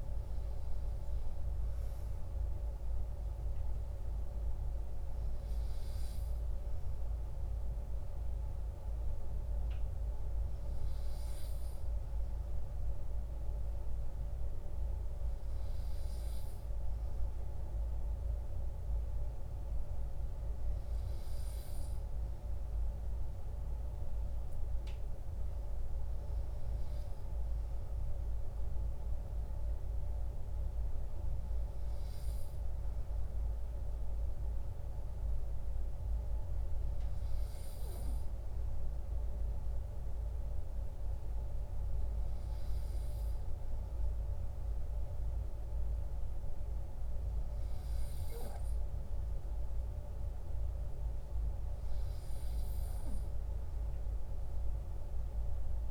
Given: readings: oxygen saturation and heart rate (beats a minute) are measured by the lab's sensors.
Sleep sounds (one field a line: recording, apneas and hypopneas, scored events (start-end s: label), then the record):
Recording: breathing in sleep, hard to hear, by a room microphone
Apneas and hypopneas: none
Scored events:
none scored
From the record:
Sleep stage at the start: N2 (light sleep)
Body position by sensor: on the right side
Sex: male